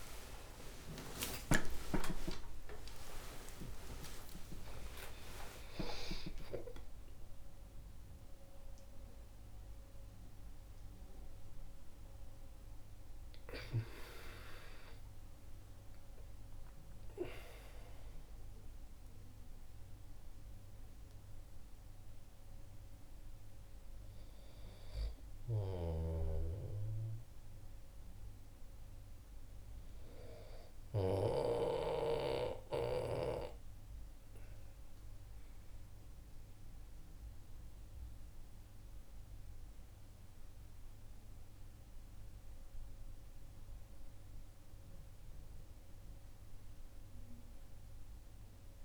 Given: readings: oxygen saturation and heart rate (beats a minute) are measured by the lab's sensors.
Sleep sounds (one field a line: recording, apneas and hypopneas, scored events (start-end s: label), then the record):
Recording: breathing in sleep by a room microphone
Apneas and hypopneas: none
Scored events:
0.00-3.00 s: arousal
1.50-48.85 s: new sleep stage, N1 (lightest sleep)
25.50-32.00 s: snoring (device-marked)
From the record:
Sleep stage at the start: N2 (light sleep)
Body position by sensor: on the back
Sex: male